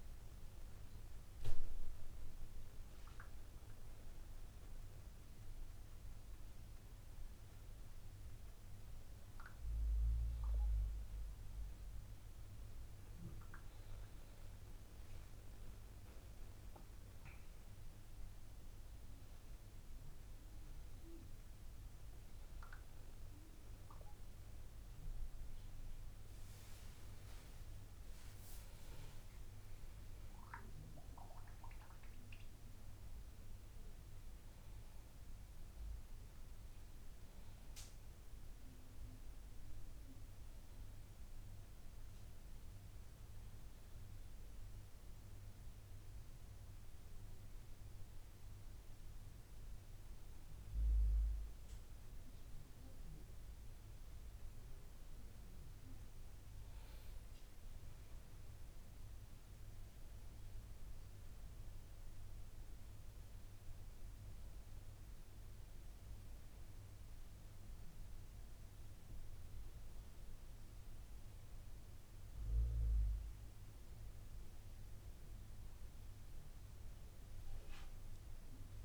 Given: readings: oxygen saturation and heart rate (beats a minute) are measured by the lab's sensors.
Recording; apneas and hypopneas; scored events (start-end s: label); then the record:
breathing in sleep, hard to hear, by a room microphone; none
none scored
From the record:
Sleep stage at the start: N2 (light sleep); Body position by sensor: on the back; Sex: male